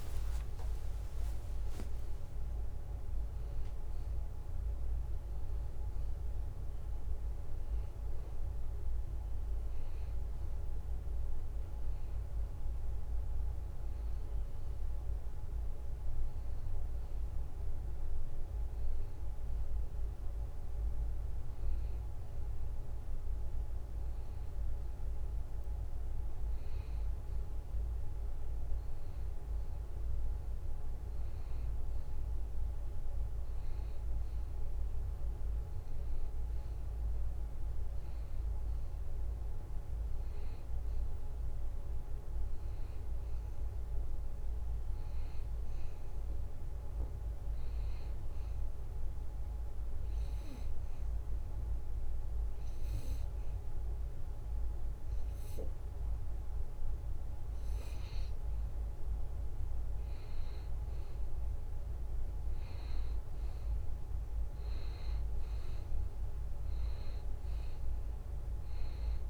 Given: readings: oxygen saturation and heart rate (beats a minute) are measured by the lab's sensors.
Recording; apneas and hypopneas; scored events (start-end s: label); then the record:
breathing in sleep, hard to hear, by a room microphone; 1
47.50-58.00 s: obstructive apnea (oxygen 94% before, 90% lowest, heart rate 75 before, 72 extreme, up 3 after)
60.50-66.00 s: arousal
From the record:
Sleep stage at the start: N2 (light sleep); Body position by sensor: on the back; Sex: male